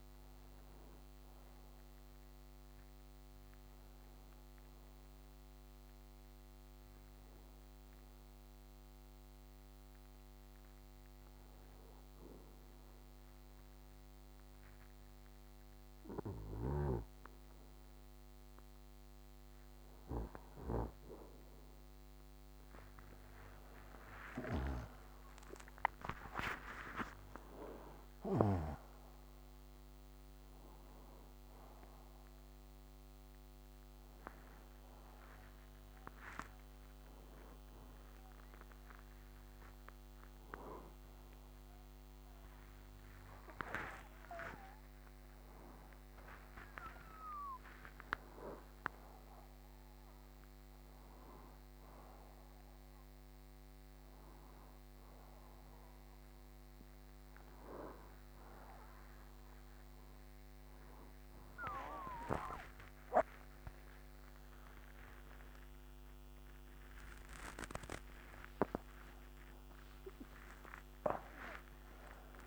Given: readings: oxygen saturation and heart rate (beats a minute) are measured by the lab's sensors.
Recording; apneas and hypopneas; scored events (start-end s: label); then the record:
a person awake in a sleep study, by a microphone on the trachea; 1
0.00-13.00 s: oxygen desaturation (device-marked, oxygen 90% lowest)
8.50-21.50 s: obstructive apnea (oxygen 95% before, 90% lowest, heart rate 79 before, 72 extreme, up 26 after)
19.00-72.47 s: new sleep stage, awake
From the record:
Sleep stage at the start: N1 (lightest sleep); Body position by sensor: on the right side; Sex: male